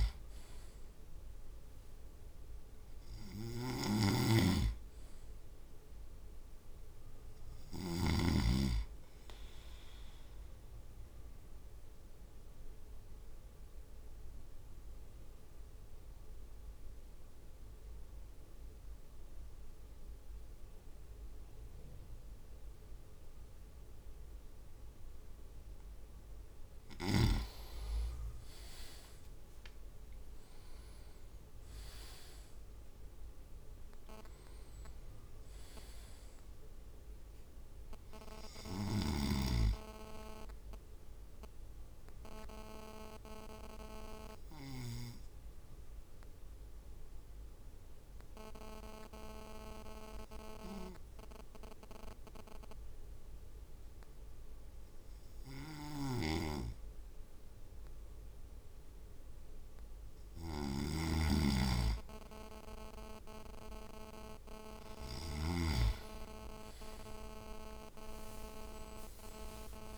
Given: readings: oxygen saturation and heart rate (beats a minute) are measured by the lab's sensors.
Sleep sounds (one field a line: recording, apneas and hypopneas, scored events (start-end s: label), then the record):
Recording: breathing in sleep by a room microphone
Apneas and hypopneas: 2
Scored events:
0.00-8.00 s: snoring (device-marked)
11.00-25.50 s: obstructive apnea (oxygen 98% before, 97% lowest)
28.50-29.50 s: leg movement (device-marked)
28.50-32.00 s: arousal
41.50-60.00 s: obstructive apnea (oxygen 98% before, 97% lowest)
55.50-65.50 s: snoring (device-marked)
62.50-65.50 s: arousal
67.50-69.97 s: leg movement (device-marked)
From the record:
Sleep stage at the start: N2 (light sleep)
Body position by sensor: on the right side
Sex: male